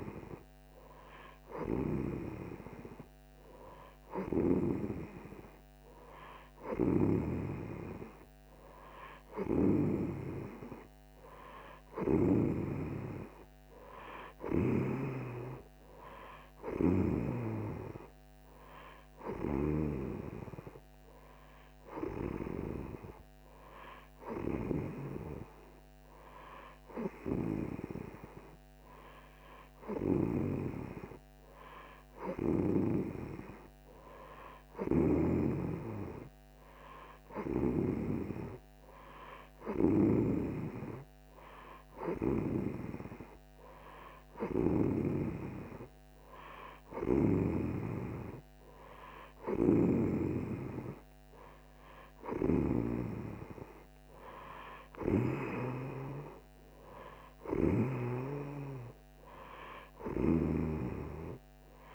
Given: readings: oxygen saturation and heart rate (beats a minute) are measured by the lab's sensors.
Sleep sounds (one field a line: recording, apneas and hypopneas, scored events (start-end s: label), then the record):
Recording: breathing in sleep by a microphone on the trachea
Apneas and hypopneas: none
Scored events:
none scored
From the record:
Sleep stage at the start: N2 (light sleep)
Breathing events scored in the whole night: 128 in 6.0 hours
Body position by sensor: on the right side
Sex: female